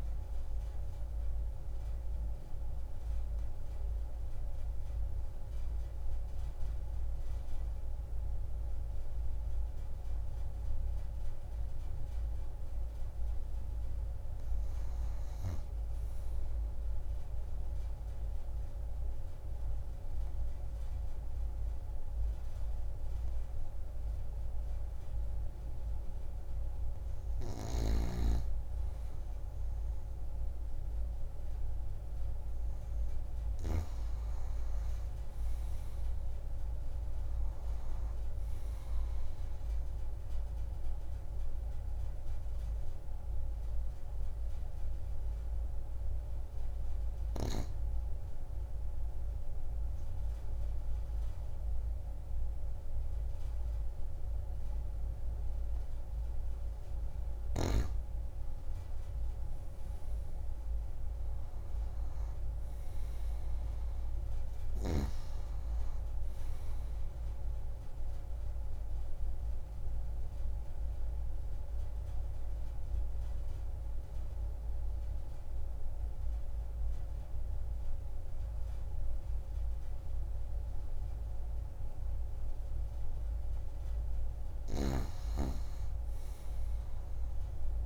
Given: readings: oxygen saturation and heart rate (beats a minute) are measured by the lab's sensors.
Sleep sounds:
breathing in sleep, hard to hear, by a room microphone; 4
0.00-21.00 s: oxygen desaturation (device-marked, oxygen 89% lowest)
1.00-14.00 s: obstructive apnea (oxygen 97% before, 89% lowest)
15.00-17.00 s: arousal
18.50-28.50 s: obstructive apnea (oxygen 96% before, 89% lowest)
32.00-36.00 s: arousal
38.00-50.00 s: oxygen desaturation (device-marked, oxygen 95% before, 90% lowest)
48.00-58.00 s: obstructive apnea (oxygen 97% before, 90% lowest)
61.00-65.50 s: arousal
68.50-83.50 s: obstructive apnea (oxygen 94% before, 89% lowest)
84.50-87.86 s: snoring (device-marked)
From the record:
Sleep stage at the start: N2 (light sleep); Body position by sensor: on the back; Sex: female

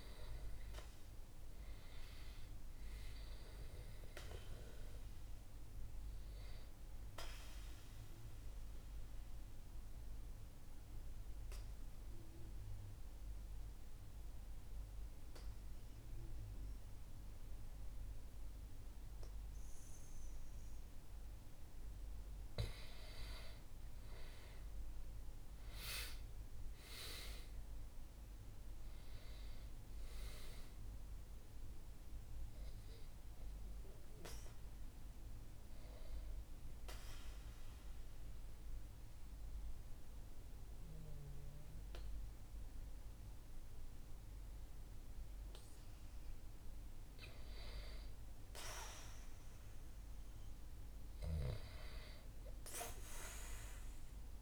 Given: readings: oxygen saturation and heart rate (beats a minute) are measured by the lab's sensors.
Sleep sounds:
breathing in sleep by a room microphone; 2
3.50-17.50 s: oxygen desaturation (device-marked, oxygen 96% before, 92% lowest, heart rate 67 before, 63 extreme)
8.00-21.50 s: obstructive apnea (oxygen 96% before, 92% lowest, heart rate 67 before, 63 extreme, up 7 after)
23.50-27.00 s: arousal
31.50-46.50 s: oxygen desaturation (device-marked, oxygen 96% before, 92% lowest, heart rate 66 before, 64 extreme)
32.00-45.00 s: obstructive apnea (oxygen 96% before, 92% lowest, heart rate 66 before, 64 extreme, up 3 after)
47.00-51.50 s: arousal
From the record:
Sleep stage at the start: N2 (light sleep); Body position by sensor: on the back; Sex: male

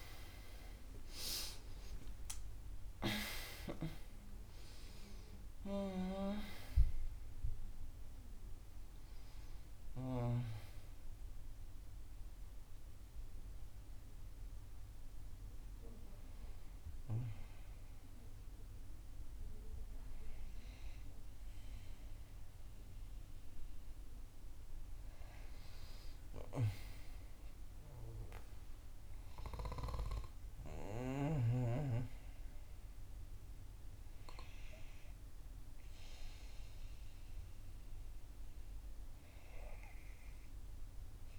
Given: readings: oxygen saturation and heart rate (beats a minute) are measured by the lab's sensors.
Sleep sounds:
breathing in sleep by a room microphone; none
0.00-4.00 s: arousal
0.00-19.00 s: oxygen desaturation (device-marked, oxygen 64% lowest, heart rate 61 extreme)
10.00-12.00 s: long interval between heartbeats (device-marked, heart rate 75 before, 76 extreme)
From the record:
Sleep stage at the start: REM sleep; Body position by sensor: on the back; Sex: female

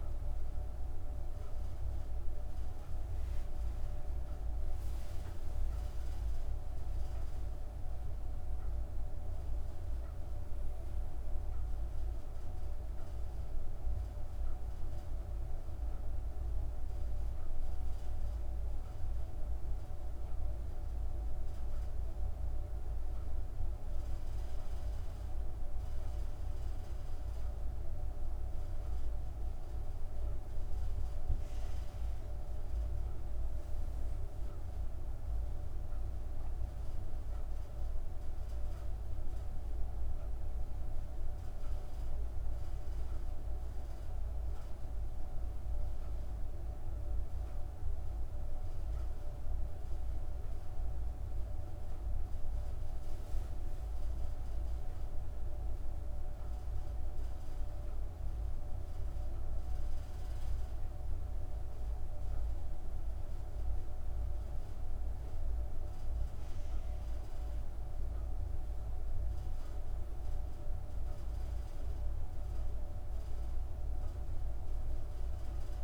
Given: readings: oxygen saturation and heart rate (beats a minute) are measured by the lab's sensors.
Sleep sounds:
breathing in sleep, hard to hear, by a room microphone; none
2.50-7.00 s: arousal
From the record:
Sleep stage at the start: N1 (lightest sleep); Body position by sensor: on the back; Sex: female

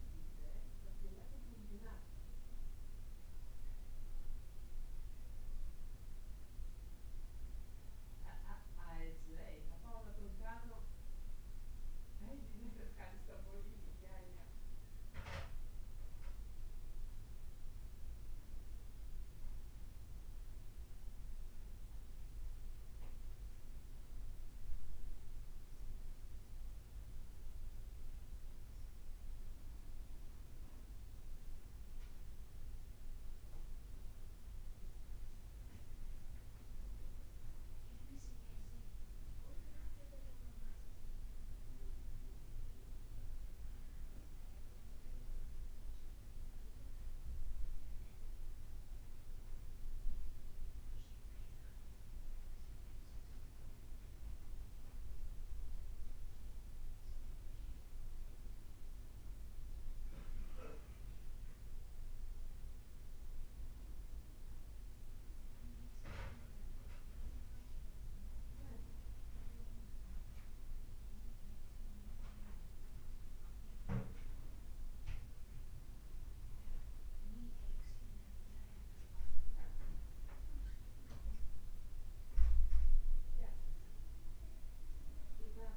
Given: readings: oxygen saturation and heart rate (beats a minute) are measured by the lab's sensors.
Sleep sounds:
breathing in sleep by a room microphone; none
51.00-53.50 s: leg movement (device-marked)
53.50-59.00 s: leg movement (device-marked)
From the record:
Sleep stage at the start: N1 (lightest sleep); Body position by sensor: on the back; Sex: male

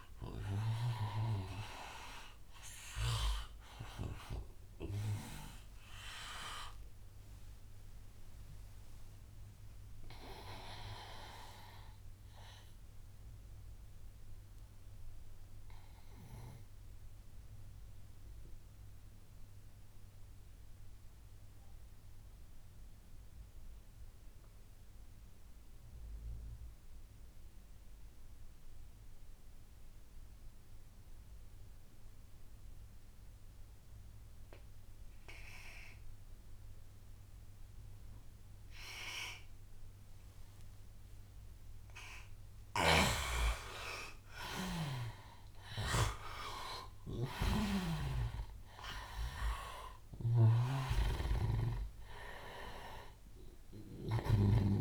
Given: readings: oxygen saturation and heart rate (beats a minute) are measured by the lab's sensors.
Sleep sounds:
breathing in sleep by a room microphone; 1
0.00-15.50 s: oxygen desaturation (device-marked, oxygen 83% lowest, heart rate 75 extreme)
4.50-41.50 s: obstructive apnea (oxygen 99% before, 83% lowest, heart rate 86 before, 75 extreme, up 7 after)
35.50-54.81 s: oxygen desaturation (device-marked, oxygen 98% before, 87% lowest, heart rate 81 before, 72 extreme)
43.00-49.00 s: arousal
From the record:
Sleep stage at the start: N2 (light sleep); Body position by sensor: on the back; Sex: male

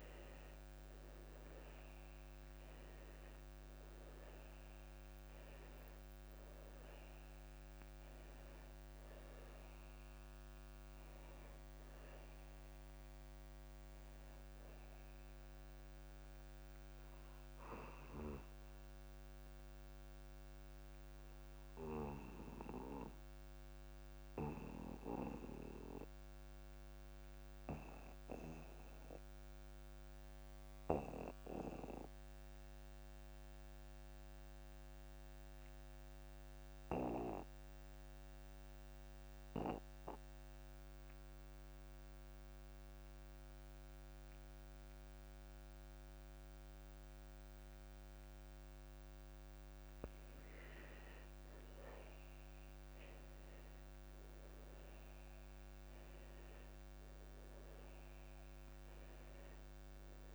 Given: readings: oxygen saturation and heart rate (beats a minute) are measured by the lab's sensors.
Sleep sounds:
breathing in sleep by a microphone on the trachea; 1
0.00-1.50 s: arousal
0.00-30.00 s: oxygen desaturation (device-marked, oxygen 81% lowest)
18.00-50.00 s: obstructive apnea (oxygen 97% before, 81% lowest)
47.00-60.34 s: oxygen desaturation (device-marked, oxygen 99% before, 81% lowest)
52.00-56.50 s: arousal
From the record:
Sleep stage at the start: N2 (light sleep); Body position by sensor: on the back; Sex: male

